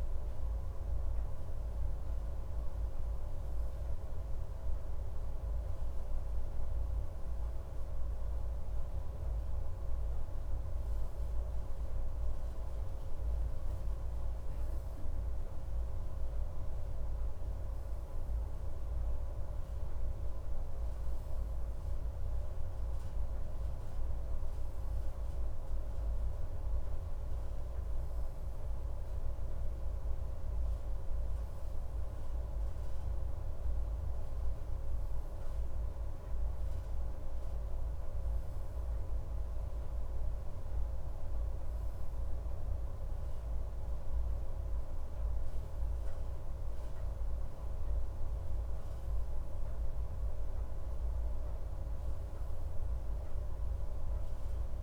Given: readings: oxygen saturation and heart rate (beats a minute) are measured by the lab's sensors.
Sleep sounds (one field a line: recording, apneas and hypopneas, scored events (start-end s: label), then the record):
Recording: a person awake in a sleep study, hard to hear, by a room microphone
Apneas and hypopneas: none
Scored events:
34.50-54.83 s: new sleep stage, N1 (lightest sleep)
From the record:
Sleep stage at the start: awake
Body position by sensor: on the left side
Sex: male